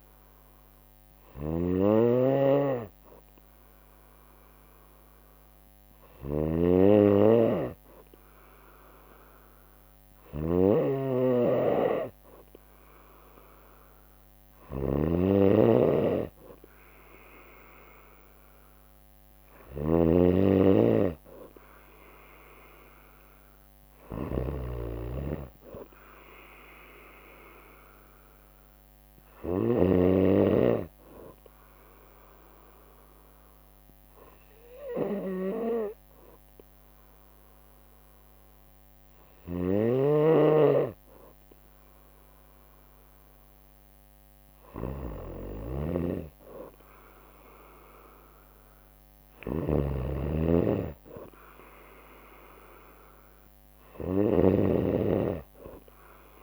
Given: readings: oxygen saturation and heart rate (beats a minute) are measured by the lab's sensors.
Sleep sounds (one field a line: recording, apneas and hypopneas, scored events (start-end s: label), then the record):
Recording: breathing in sleep by a microphone on the trachea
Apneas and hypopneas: none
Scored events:
0.00-56.43 s: snoring (device-marked)
7.00-56.43 s: new sleep stage, N3 (deep sleep)
From the record:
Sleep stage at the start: N2 (light sleep)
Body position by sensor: on the right side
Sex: female